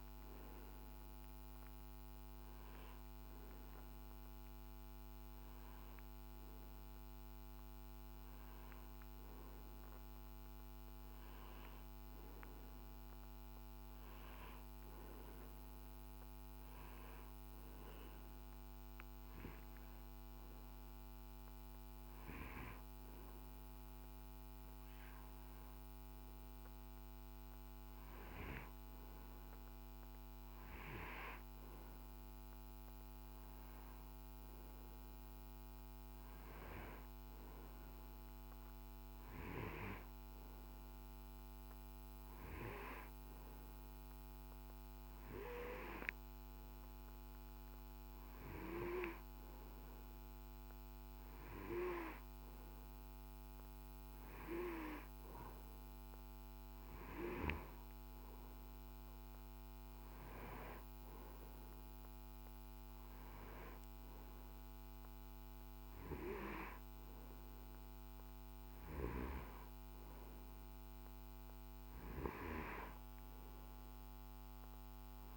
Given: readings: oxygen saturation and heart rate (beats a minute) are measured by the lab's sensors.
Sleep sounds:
breathing in sleep by a microphone on the trachea; none
0.00-10.00 s: oxygen desaturation (device-marked, oxygen 94% lowest, heart rate 61 extreme)
From the record:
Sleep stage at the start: N2 (light sleep); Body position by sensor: on the right side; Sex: male

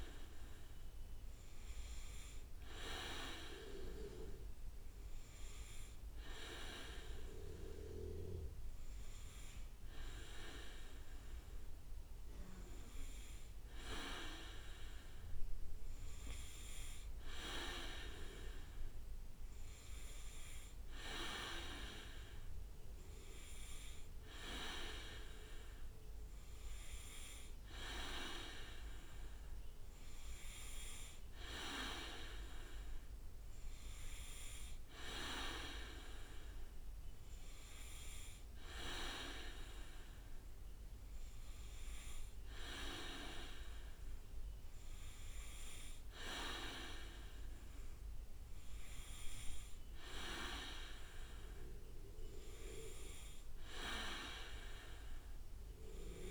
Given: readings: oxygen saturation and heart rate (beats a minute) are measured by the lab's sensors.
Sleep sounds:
breathing in sleep by a room microphone; none
none scored
From the record:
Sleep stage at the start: N2 (light sleep); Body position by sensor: on the back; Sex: male

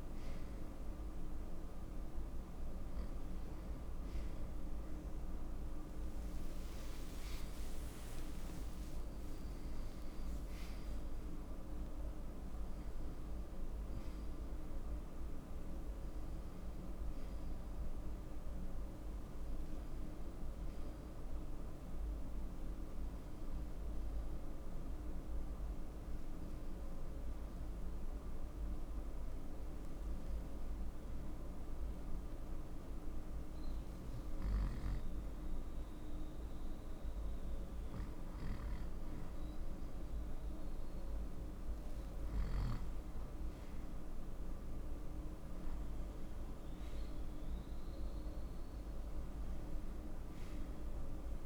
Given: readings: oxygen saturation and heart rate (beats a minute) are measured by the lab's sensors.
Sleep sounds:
breathing in sleep, hard to hear, by a room microphone; 1
6.50-12.00 s: arousal
26.50-40.50 s: hypopnea (oxygen 94% before, 92% lowest, heart rate 68 before, 62 extreme, up 0 after)
36.50-51.46 s: new sleep stage, N2 (light sleep)
43.00-48.50 s: arousal
From the record:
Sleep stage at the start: N1 (lightest sleep); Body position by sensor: on the right side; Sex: male

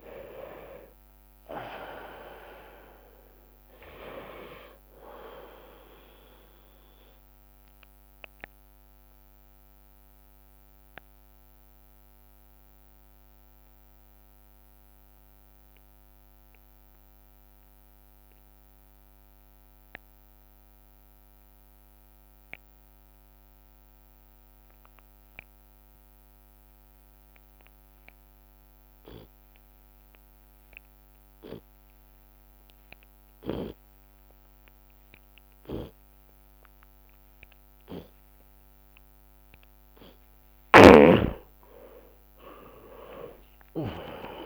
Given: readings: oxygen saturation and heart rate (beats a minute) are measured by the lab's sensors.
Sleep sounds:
breathing in sleep by a microphone on the trachea; 1
0.00-27.00 s: drop in pulse transit time (device-marked)
0.50-2.50 s: long interval between heartbeats (device-marked, heart rate 121 before, 85 extreme)
8.00-38.00 s: obstructive apnea (oxygen 96% before, 74% lowest, heart rate 101 before, 37 extreme, up 19 after)
22.00-34.00 s: oxygen desaturation (device-marked, oxygen 96% before, 74% lowest, heart rate 44 before, 55 extreme)
28.00-37.00 s: tachycardia (device-marked, heart rate 70 before, 134 extreme)
29.50-31.50 s: long interval between heartbeats (device-marked, heart rate 47 before, 83 extreme)
32.00-34.00 s: long interval between heartbeats (device-marked, heart rate 57 before, 117 extreme)
34.00-36.00 s: long interval between heartbeats (device-marked, heart rate 66 before, 130 extreme)
36.00-38.00 s: long interval between heartbeats (device-marked, heart rate 75 before, 115 extreme)
38.50-40.50 s: long interval between heartbeats (device-marked, heart rate 83 before, 105 extreme)
40.50-42.50 s: long interval between heartbeats (device-marked, heart rate 88 before, 100 extreme)
40.50-44.46 s: snoring (device-marked)
42.50-44.46 s: long interval between heartbeats (device-marked, heart rate 92 before, 93 extreme)
43.00-44.46 s: arousal
43.00-44.46 s: tachycardia (device-marked, heart rate 72 before, 114 extreme)
From the record:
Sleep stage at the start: N2 (light sleep); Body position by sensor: on the left side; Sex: male

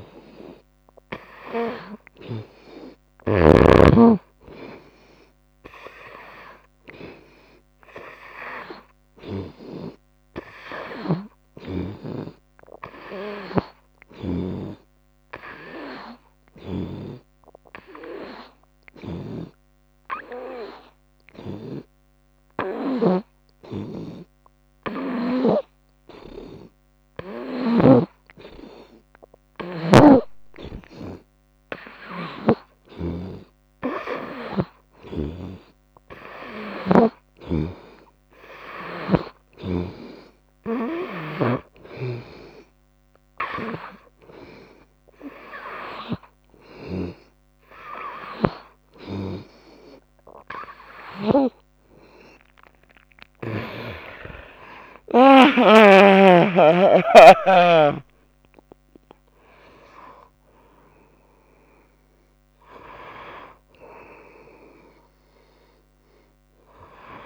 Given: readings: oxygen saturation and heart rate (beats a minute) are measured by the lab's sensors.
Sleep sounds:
breathing in sleep by a microphone on the trachea; 1
0.00-17.50 s: oxygen desaturation (device-marked, oxygen 86% lowest, heart rate 75 extreme)
11.00-28.00 s: snoring (device-marked)
17.50-30.00 s: hypopnea (oxygen 91% before, 84% lowest, heart rate 76 before, 77 extreme, up 20 after)
30.00-42.00 s: snoring (device-marked)
31.00-33.50 s: arousal
33.50-53.50 s: oxygen desaturation (device-marked, oxygen 90% before, 84% lowest, heart rate 77 before, 69 extreme)
36.50-38.50 s: long interval between heartbeats (device-marked, heart rate 77 before, 89 extreme)
53.50-55.50 s: long interval between heartbeats (device-marked, heart rate 86 before, 89 extreme)
55.00-61.00 s: arousal
55.50-57.50 s: long interval between heartbeats (device-marked, heart rate 87 before, 98 extreme)
From the record:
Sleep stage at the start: N2 (light sleep); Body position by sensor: on the front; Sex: female

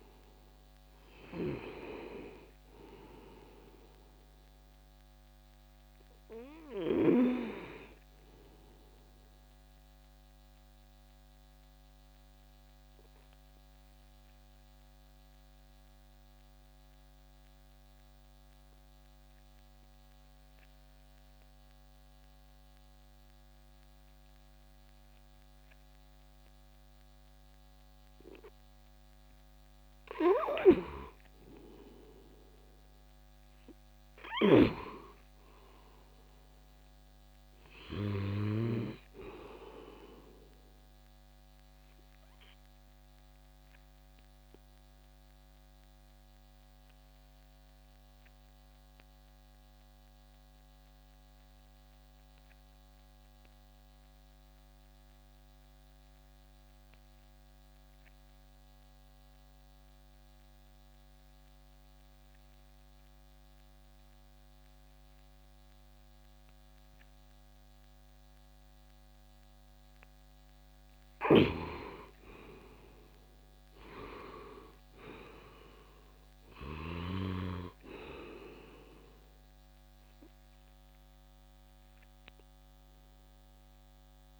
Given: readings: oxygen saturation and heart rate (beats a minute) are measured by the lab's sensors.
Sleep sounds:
breathing in sleep by a microphone on the trachea; 2
0.00-22.00 s: oxygen desaturation (device-marked, oxygen 87% lowest, heart rate 57 extreme)
8.00-30.00 s: obstructive apnea (oxygen 98% before, 87% lowest, heart rate 67 before, 57 extreme, up 10 after)
31.50-35.50 s: arousal
34.00-38.50 s: snoring (device-marked)
43.00-70.00 s: obstructive apnea (oxygen 100% before, 89% lowest, heart rate 63 before, 60 extreme, up 17 after)
47.00-58.00 s: oxygen desaturation (device-marked, oxygen 97% before, 93% lowest, heart rate 64 before, 60 extreme)
65.00-84.40 s: oxygen desaturation (device-marked, oxygen 98% before, 89% lowest, heart rate 63 before, 60 extreme)
72.00-77.00 s: arousal
From the record:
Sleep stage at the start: N2 (light sleep); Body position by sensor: on the back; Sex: male

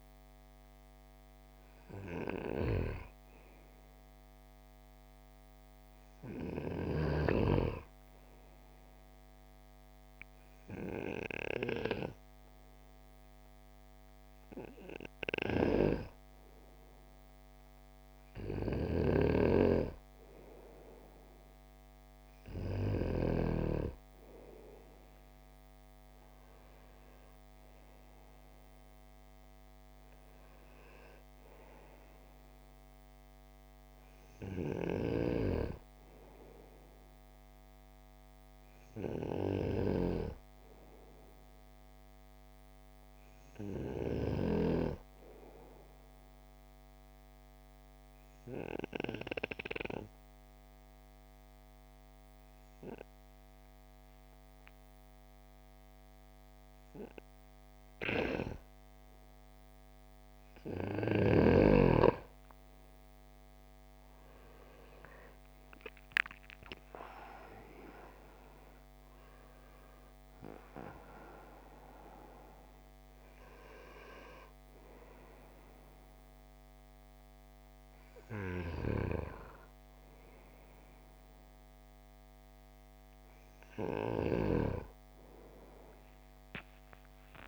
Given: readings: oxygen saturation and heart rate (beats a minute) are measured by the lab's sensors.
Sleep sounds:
breathing in sleep by a microphone on the trachea; 2
0.00-11.50 s: oxygen desaturation (device-marked, oxygen 90% lowest)
8.00-23.50 s: obstructive apnea (oxygen 94% before, 87% lowest)
18.50-23.50 s: snoring (device-marked)
25.50-50.50 s: oxygen desaturation (device-marked, oxygen 96% before, 90% lowest)
26.00-29.50 s: arousal
39.00-61.00 s: obstructive apnea (oxygen 97% before, 87% lowest)
62.50-66.50 s: arousal
64.50-87.47 s: oxygen desaturation (device-marked, oxygen 93% before, 87% lowest)
From the record:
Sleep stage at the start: N2 (light sleep); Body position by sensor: on the right side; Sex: male

